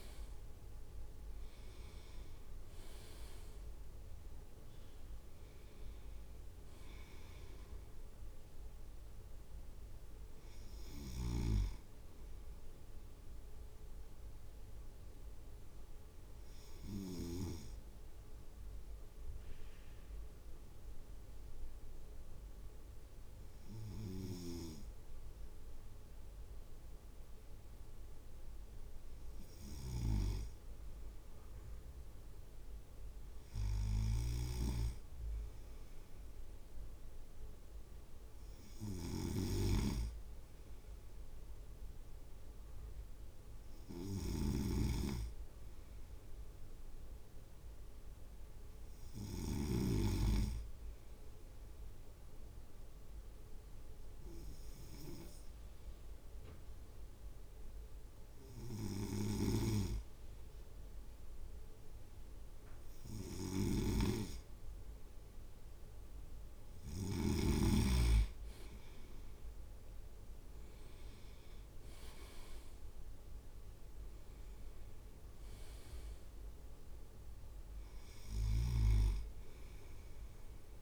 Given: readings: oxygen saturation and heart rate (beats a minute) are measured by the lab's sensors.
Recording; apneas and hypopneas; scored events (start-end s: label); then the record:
breathing in sleep by a room microphone; 2
0.00-2.00 s: arousal
11.00-17.50 s: snoring (device-marked)
12.50-27.00 s: obstructive apnea (oxygen 98% before, 96% lowest)
29.00-32.00 s: arousal
34.00-49.50 s: snoring (device-marked)
50.50-65.50 s: obstructive apnea (oxygen 99% before, 97% lowest)
59.00-67.50 s: snoring (device-marked)
75.00-78.50 s: arousal
From the record:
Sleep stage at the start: N2 (light sleep); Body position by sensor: on the right side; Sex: male